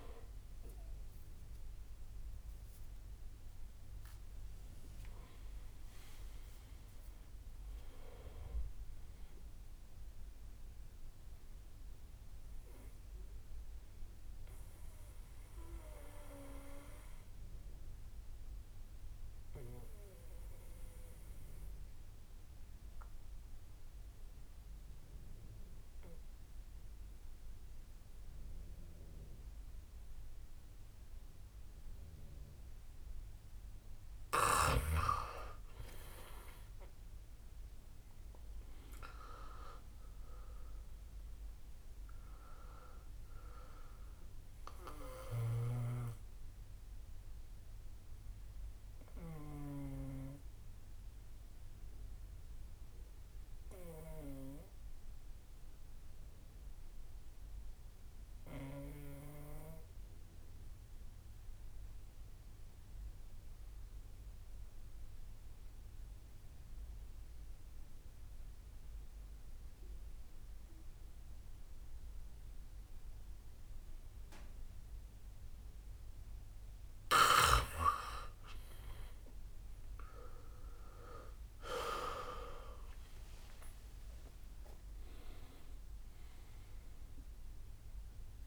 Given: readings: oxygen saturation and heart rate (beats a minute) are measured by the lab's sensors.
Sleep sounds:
breathing in sleep by a room microphone; 2
0.50-13.50 s: drop in pulse transit time (device-marked, heart rate 69 before, 64 extreme)
5.00-8.00 s: arousal
6.00-8.00 s: long interval between heartbeats (device-marked, heart rate 68 before, 85 extreme)
7.50-88.47 s: new sleep stage, N2 (light sleep)
10.50-34.00 s: obstructive apnea (oxygen 98% before, 89% lowest, heart rate 70 before, 53 extreme, up 11 after)
11.50-20.50 s: bradycardia (device-marked, heart rate 65 before, 53 extreme)
21.50-23.50 s: bradycardia (device-marked, heart rate 65 before, 57 extreme)
30.50-59.50 s: oxygen desaturation (device-marked, oxygen 97% before, 89% lowest, heart rate 60 before, 56 extreme)
35.50-40.50 s: arousal
36.50-47.50 s: drop in pulse transit time (device-marked, heart rate 59 before, 65 extreme)
45.50-50.00 s: snoring (device-marked)
46.50-62.50 s: bradycardia (device-marked, heart rate 65 before, 56 extreme)
46.50-77.00 s: obstructive apnea (oxygen 97% before, 89% lowest, heart rate 65 before, 56 extreme, up 21 after)
63.50-71.50 s: bradycardia (device-marked, heart rate 65 before, 57 extreme)
71.50-88.47 s: oxygen desaturation (device-marked, oxygen 98% before, 89% lowest, heart rate 58 before, 55 extreme)
79.00-83.50 s: arousal
81.50-88.47 s: drop in pulse transit time (device-marked, heart rate 60 before, 65 extreme)
83.00-85.00 s: long interval between heartbeats (device-marked, heart rate 60 before, 76 extreme)
From the record:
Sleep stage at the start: N1 (lightest sleep); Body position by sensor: on the back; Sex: male

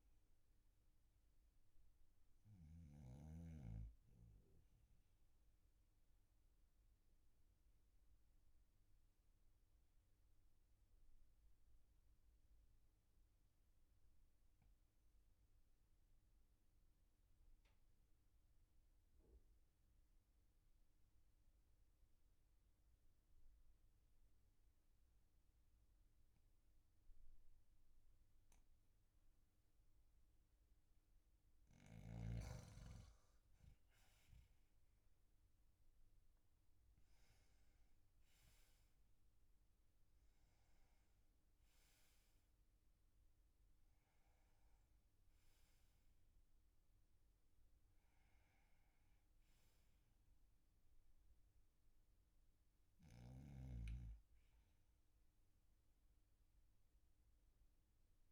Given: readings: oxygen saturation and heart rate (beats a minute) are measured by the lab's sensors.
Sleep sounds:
breathing in sleep by a room microphone; 1
0.00-16.00 s: oxygen desaturation (device-marked, oxygen 95% lowest, heart rate 39 extreme)
7.00-33.00 s: obstructive apnea (oxygen 98% before, 93% lowest, heart rate 45 before, 39 extreme, up 3 after)
34.50-38.50 s: arousal
From the record:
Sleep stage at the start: N2 (light sleep); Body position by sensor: on the back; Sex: male

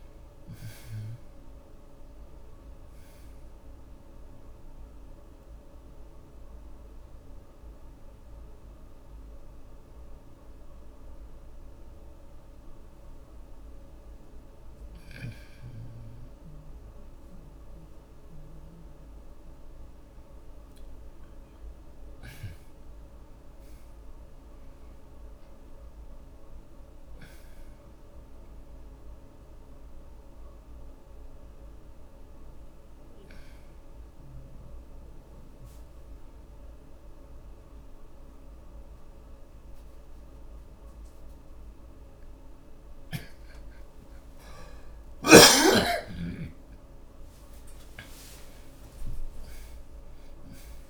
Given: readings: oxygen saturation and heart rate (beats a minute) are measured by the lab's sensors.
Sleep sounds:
breathing in sleep, hard to hear, by a room microphone; 2
3.50-11.50 s: oxygen desaturation (device-marked, oxygen 94% before, 89% lowest)
6.50-19.50 s: mixed apnea (oxygen 94% before, 79% lowest)
13.50-24.50 s: oxygen desaturation (device-marked, oxygen 91% before, 82% lowest)
21.50-25.50 s: arousal
29.50-46.50 s: oxygen desaturation (device-marked, oxygen 95% before, 84% lowest)
30.50-42.00 s: hypopnea (oxygen 95% before, 79% lowest)
45.00-49.00 s: arousal
48.50-50.90 s: oxygen desaturation (device-marked, oxygen 94% before, 79% lowest)
From the record:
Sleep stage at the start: N2 (light sleep); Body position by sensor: on the back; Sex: male

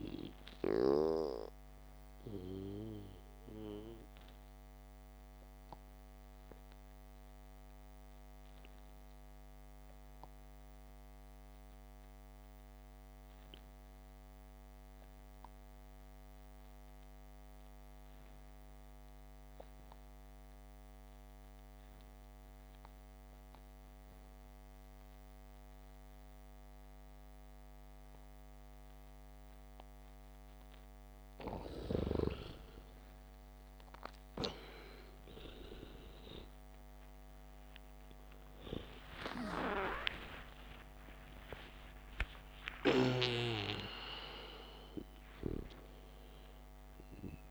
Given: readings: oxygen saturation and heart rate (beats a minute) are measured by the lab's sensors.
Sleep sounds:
breathing in sleep by a microphone on the trachea; 1
0.00-6.50 s: oxygen desaturation (device-marked, oxygen 93% lowest, heart rate 52 extreme)
6.50-32.00 s: obstructive apnea (oxygen 97% before, 87% lowest, heart rate 64 before, 48 extreme, up 50 after)
15.50-22.50 s: oxygen desaturation (device-marked, oxygen 94% before, 91% lowest, heart rate 65 before, 48 extreme)
28.50-47.50 s: oxygen desaturation (device-marked, oxygen 97% before, 91% lowest, heart rate 66 before, 55 extreme)
33.50-40.00 s: arousal
40.00-42.00 s: long interval between heartbeats (device-marked, heart rate 58 before, 98 extreme)
44.00-46.00 s: long interval between heartbeats (device-marked, heart rate 66 before, 143 extreme)
From the record:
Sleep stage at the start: N2 (light sleep); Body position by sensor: on the back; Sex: male

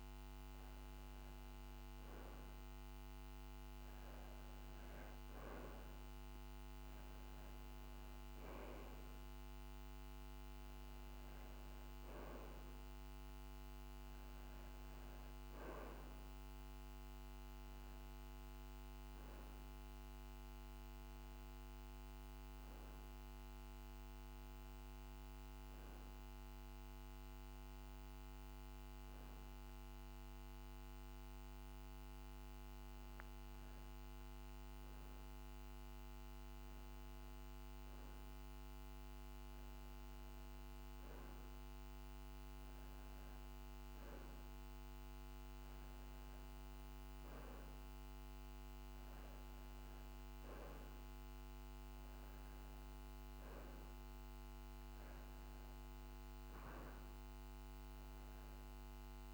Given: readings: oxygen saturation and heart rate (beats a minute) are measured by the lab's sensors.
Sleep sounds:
breathing in sleep, hard to hear, by a microphone on the trachea; none
none scored
From the record:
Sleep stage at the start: REM sleep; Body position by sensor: on the back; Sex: male

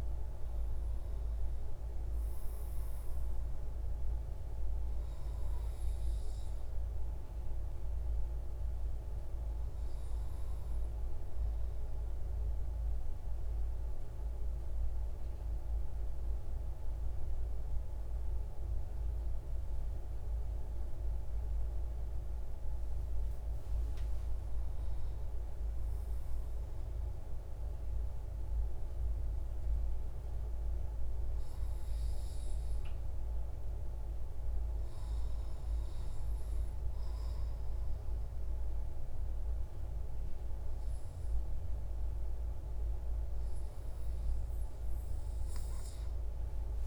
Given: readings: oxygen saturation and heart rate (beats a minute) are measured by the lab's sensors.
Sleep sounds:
breathing in sleep, hard to hear, by a room microphone; 1
0.00-3.50 s: oxygen desaturation (device-marked, oxygen 94% lowest, heart rate 52 extreme)
11.50-23.00 s: central apnea (oxygen 97% before, 94% lowest, heart rate 146 before, 52 extreme, up 0 after)
25.00-28.50 s: arousal
From the record:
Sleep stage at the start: N2 (light sleep); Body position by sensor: on the right side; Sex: male

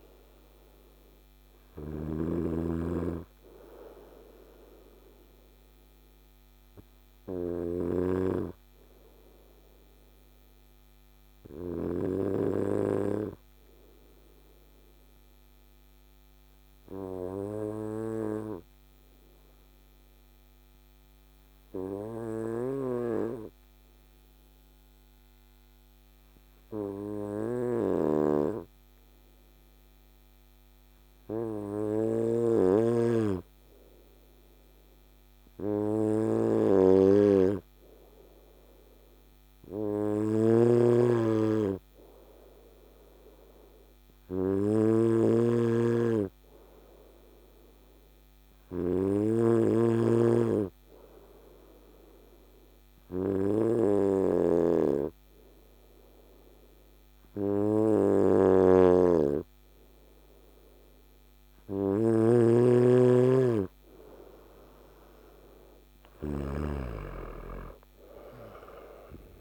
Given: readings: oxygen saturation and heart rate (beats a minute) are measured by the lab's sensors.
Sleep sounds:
breathing in sleep by a microphone on the trachea; 2
1.00-11.50 s: snoring (device-marked)
4.00-29.50 s: obstructive apnea (oxygen 97% before, 94% lowest, heart rate 59 before, 53 extreme, up 2 after)
22.00-66.00 s: snoring (device-marked)
30.50-34.00 s: arousal
35.00-62.00 s: oxygen desaturation (device-marked, oxygen 98% before, 94% lowest, heart rate 54 before, 55 extreme)
48.50-64.00 s: obstructive apnea (oxygen 98% before, 94% lowest, heart rate 55 before, 55 extreme, up 12 after)
67.00-69.41 s: arousal
From the record:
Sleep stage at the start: N2 (light sleep); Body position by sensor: on the back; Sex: male

